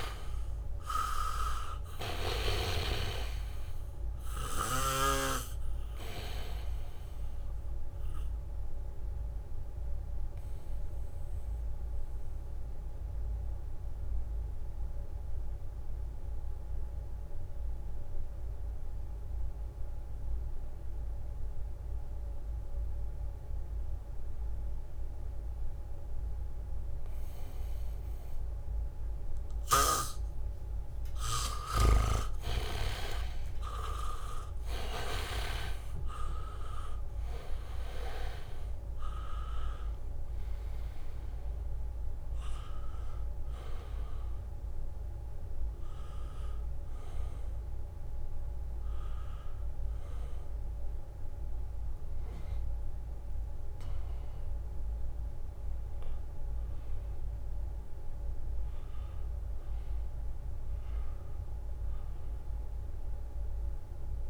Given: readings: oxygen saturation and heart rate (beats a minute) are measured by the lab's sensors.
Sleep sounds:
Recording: breathing in sleep by a room microphone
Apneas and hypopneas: 1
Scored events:
0.00-1.50 s: arousal
0.00-3.00 s: snoring (device-marked)
0.00-4.00 s: leg movement (device-marked)
0.00-22.50 s: oxygen desaturation (device-marked, oxygen 83% lowest, heart rate 65 extreme)
8.00-30.00 s: obstructive apnea (oxygen 98% before, 82% lowest, heart rate 73 before, 65 extreme, up 7 after)
13.00-22.50 s: leg movement (device-marked)
24.50-26.50 s: leg movement (device-marked)
29.00-39.00 s: leg movement (device-marked)
29.50-59.50 s: oxygen desaturation (device-marked, oxygen 99% before, 82% lowest, heart rate 71 before, 70 extreme)
33.00-36.50 s: arousal
40.00-41.50 s: leg movement (device-marked)
59.50-63.00 s: arousal
From the record:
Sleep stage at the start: N2 (light sleep)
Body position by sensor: on the back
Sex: male

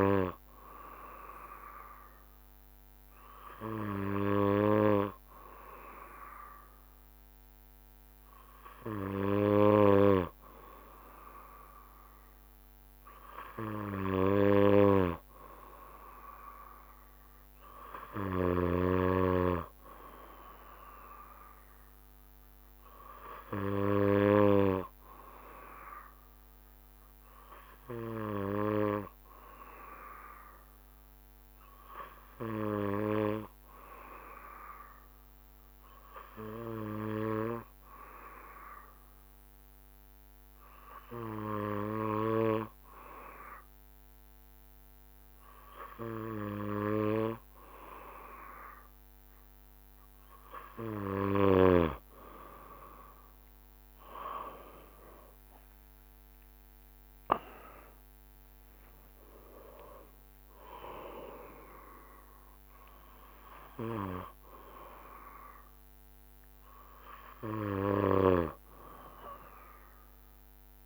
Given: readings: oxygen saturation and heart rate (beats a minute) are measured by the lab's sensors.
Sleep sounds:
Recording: breathing in sleep by a microphone on the trachea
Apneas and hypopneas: 1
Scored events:
30.00-47.00 s: hypopnea (oxygen 96% before, 94% lowest, heart rate 68 before, 67 extreme, up 3 after)
56.00-59.50 s: arousal
56.50-69.50 s: drop in pulse transit time (device-marked, heart rate 68 before, 74 extreme)
From the record:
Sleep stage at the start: N2 (light sleep)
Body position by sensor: on the back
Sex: male

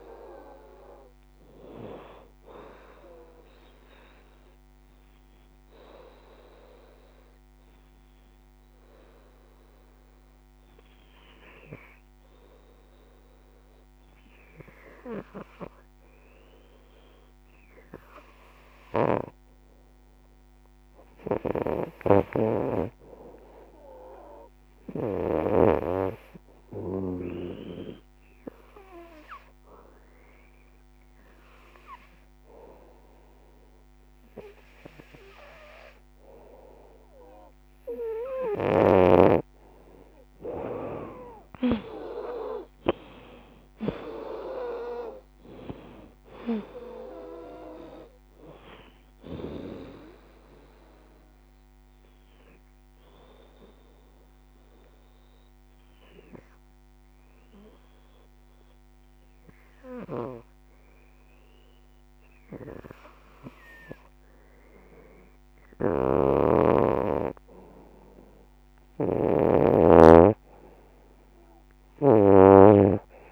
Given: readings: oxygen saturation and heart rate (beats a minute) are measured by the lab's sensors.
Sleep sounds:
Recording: breathing in sleep by a microphone on the trachea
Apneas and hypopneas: 3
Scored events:
0.00-8.50 s: drop in pulse transit time (device-marked, heart rate 58 extreme)
0.00-12.50 s: oxygen desaturation (device-marked, oxygen 86% lowest, heart rate 58 extreme)
4.50-17.00 s: obstructive apnea (oxygen 96% before, 84% lowest, heart rate 69 before, 69 extreme, up 7 after)
18.00-19.50 s: leg movement (device-marked)
19.50-23.00 s: arousal
19.50-61.50 s: oxygen desaturation (device-marked, oxygen 95% before, 84% lowest, heart rate 71 before, 58 extreme)
21.50-25.50 s: snoring (device-marked)
23.00-25.00 s: leg movement (device-marked)
28.50-39.00 s: obstructive apnea (oxygen 95% before, 84% lowest, heart rate 73 before, 58 extreme, up 26 after)
41.00-43.00 s: long interval between heartbeats (device-marked, heart rate 75 before, 89 extreme)
41.00-45.00 s: arousal
50.50-67.50 s: obstructive apnea (oxygen 93% before, 84% lowest, heart rate 84 before, 59 extreme, up 15 after)
52.50-54.50 s: bradycardia (device-marked, heart rate 69 before, 65 extreme)
65.50-73.32 s: snoring (device-marked)
69.50-73.32 s: leg movement (device-marked)
69.50-73.32 s: oxygen desaturation (device-marked, oxygen 95% before, 88% lowest, heart rate 70 before, 67 extreme)
70.00-73.32 s: arousal
From the record:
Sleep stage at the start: N2 (light sleep)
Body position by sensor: on the right side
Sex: female

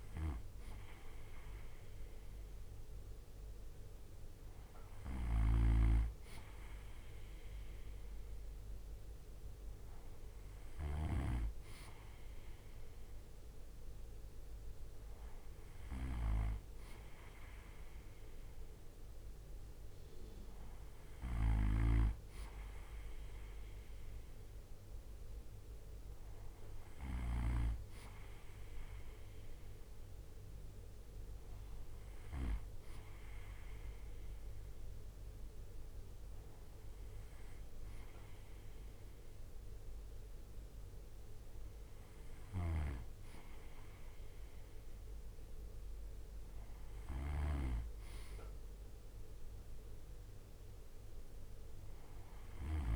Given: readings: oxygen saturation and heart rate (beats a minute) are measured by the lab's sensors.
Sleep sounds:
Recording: breathing in sleep by a room microphone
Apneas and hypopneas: none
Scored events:
4.50-10.50 s: snoring (device-marked)
21.00-27.00 s: snoring (device-marked)
42.00-52.96 s: snoring (device-marked)
From the record:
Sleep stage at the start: N2 (light sleep)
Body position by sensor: on the right side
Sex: male

